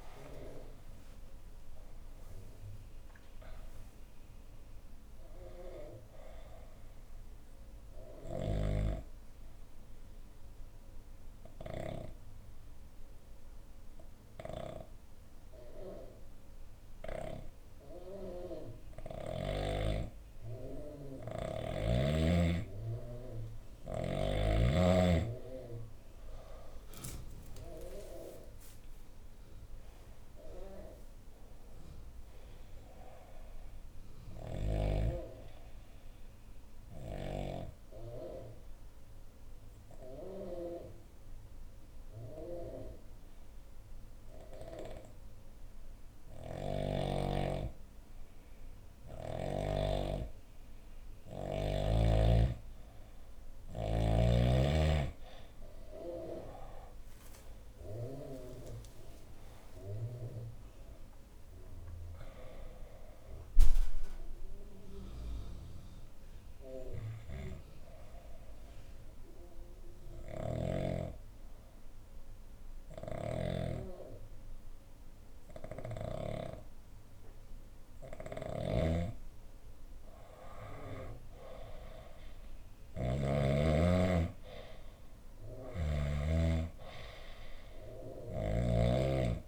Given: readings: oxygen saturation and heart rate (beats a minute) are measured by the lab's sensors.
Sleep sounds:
breathing in sleep by a room microphone; 3
0.00-3.50 s: arousal
0.00-13.00 s: oxygen desaturation (device-marked, oxygen 89% lowest, heart rate 58 extreme)
7.00-23.00 s: obstructive apnea (oxygen 96% before, 91% lowest, heart rate 72 before, 56 extreme, up 11 after)
7.50-17.00 s: snoring (device-marked)
9.00-13.00 s: bradycardia (device-marked, heart rate 67 before, 59 extreme)
26.50-31.00 s: arousal
29.00-44.00 s: oxygen desaturation (device-marked, oxygen 98% before, 91% lowest, heart rate 62 before, 56 extreme)
34.50-51.50 s: obstructive apnea (oxygen 98% before, 91% lowest, heart rate 64 before, 56 extreme, up 32 after)
36.00-44.00 s: bradycardia (device-marked, heart rate 67 before, 56 extreme)
46.00-51.50 s: snoring (device-marked)
56.00-60.50 s: arousal
57.00-75.00 s: oxygen desaturation (device-marked, oxygen 98% before, 92% lowest, heart rate 60 before, 56 extreme)
64.00-78.50 s: obstructive apnea (oxygen 98% before, 90% lowest, heart rate 70 before, 56 extreme, up 10 after)
66.00-76.00 s: bradycardia (device-marked, heart rate 67 before, 56 extreme)
69.50-76.00 s: snoring (device-marked)
78.00-83.00 s: snoring (device-marked)
80.00-83.50 s: arousal
88.00-89.48 s: oxygen desaturation (device-marked, oxygen 98% before, 93% lowest, heart rate 61 before, 60 extreme)
From the record:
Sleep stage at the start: N2 (light sleep); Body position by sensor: on the left side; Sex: female

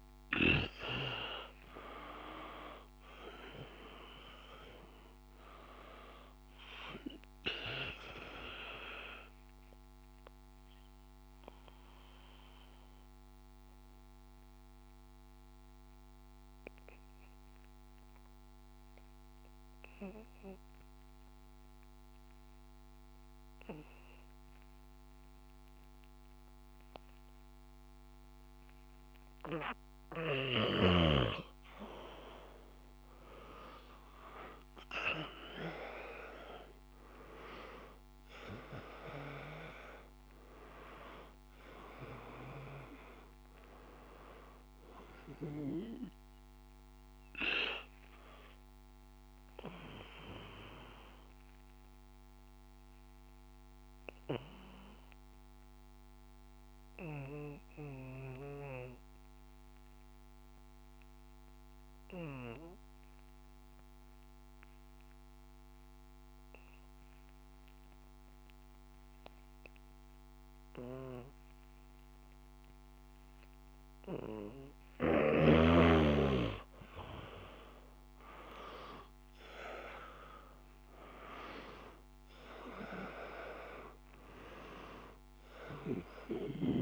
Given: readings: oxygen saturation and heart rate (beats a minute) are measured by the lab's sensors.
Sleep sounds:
breathing in sleep by a microphone on the trachea; 2
0.00-16.00 s: oxygen desaturation (device-marked, oxygen 88% lowest, heart rate 55 extreme)
6.50-30.00 s: mixed apnea (oxygen 97% before, 88% lowest, heart rate 57 before, 54 extreme, up 2 after)
32.50-36.50 s: arousal
34.00-60.00 s: oxygen desaturation (device-marked, oxygen 97% before, 89% lowest, heart rate 57 before, 54 extreme)
45.50-74.50 s: mixed apnea (oxygen 97% before, 87% lowest, heart rate 57 before, 54 extreme, up 5 after)
77.00-86.81 s: oxygen desaturation (device-marked, oxygen 97% before, 87% lowest, heart rate 56 before, 54 extreme)
78.50-82.50 s: arousal
From the record:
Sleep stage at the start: N2 (light sleep); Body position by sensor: on the back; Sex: male

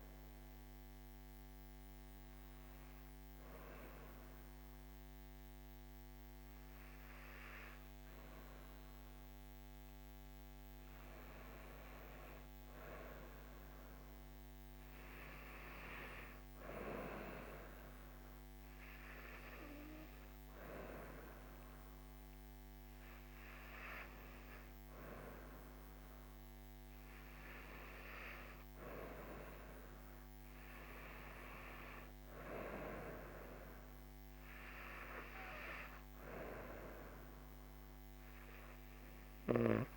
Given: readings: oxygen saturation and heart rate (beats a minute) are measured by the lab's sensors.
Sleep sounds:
breathing in sleep by a microphone on the trachea; none
none scored
From the record:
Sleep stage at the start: N2 (light sleep); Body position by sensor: on the right side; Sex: female

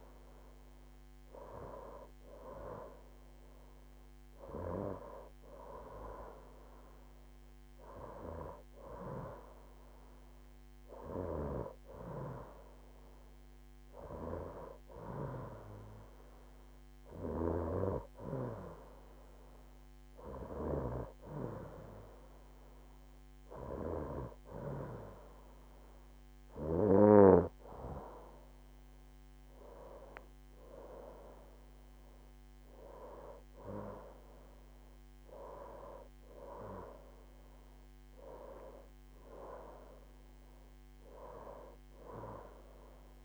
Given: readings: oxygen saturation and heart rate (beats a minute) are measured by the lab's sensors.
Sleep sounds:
breathing in sleep by a microphone on the trachea; none
none scored
From the record:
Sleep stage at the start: N2 (light sleep); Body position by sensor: on the right side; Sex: female

